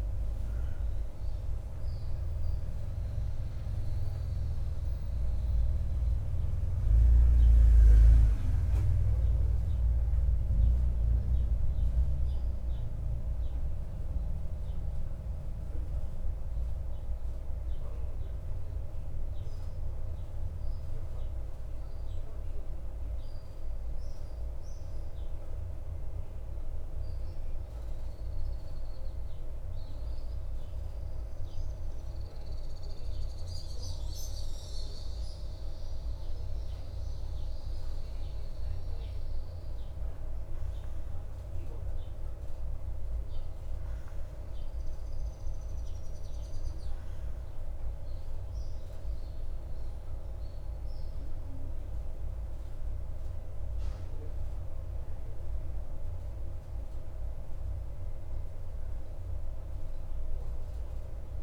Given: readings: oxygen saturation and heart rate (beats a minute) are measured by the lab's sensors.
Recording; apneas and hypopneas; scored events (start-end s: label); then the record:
breathing in sleep, hard to hear, by a room microphone; 1
9.00-25.50 s: hypopnea (oxygen 93% before, 91% lowest, heart rate 64 before, 52 extreme, up 2 after)
28.50-32.00 s: arousal
49.00-61.43 s: oxygen desaturation (device-marked, oxygen 96% before, 93% lowest, heart rate 54 before, 52 extreme)
54.00-61.43 s: new sleep stage, N2 (light sleep)
From the record:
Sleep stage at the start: N1 (lightest sleep); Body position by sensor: on the back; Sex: male